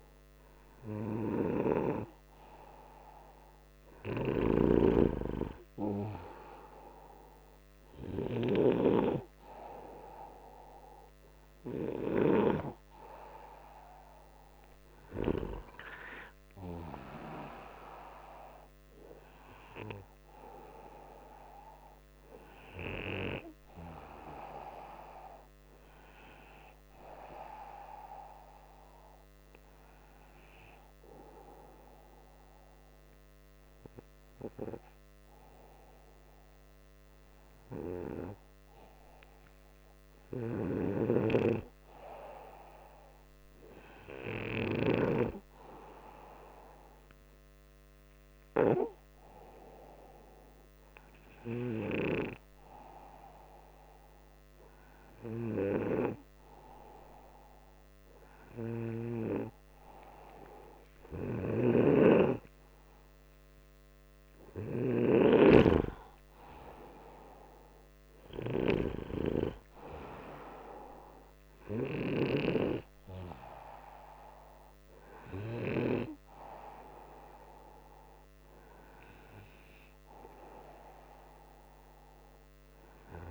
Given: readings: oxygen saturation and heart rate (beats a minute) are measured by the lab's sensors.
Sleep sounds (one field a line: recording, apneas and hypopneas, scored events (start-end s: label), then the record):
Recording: breathing in sleep by a microphone on the trachea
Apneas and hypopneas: 1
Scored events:
4.00-8.50 s: snoring (device-marked)
17.50-22.00 s: arousal
27.50-39.50 s: hypopnea (oxygen 97% before, 93% lowest, heart rate 66 before, 58 extreme, up 8 after)
40.50-45.00 s: snoring (device-marked)
41.00-45.00 s: arousal
56.00-77.00 s: oxygen desaturation (device-marked, oxygen 97% before, 93% lowest, heart rate 65 before, 63 extreme)
61.00-65.00 s: snoring (device-marked)
From the record:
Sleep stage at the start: N2 (light sleep)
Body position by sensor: upright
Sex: male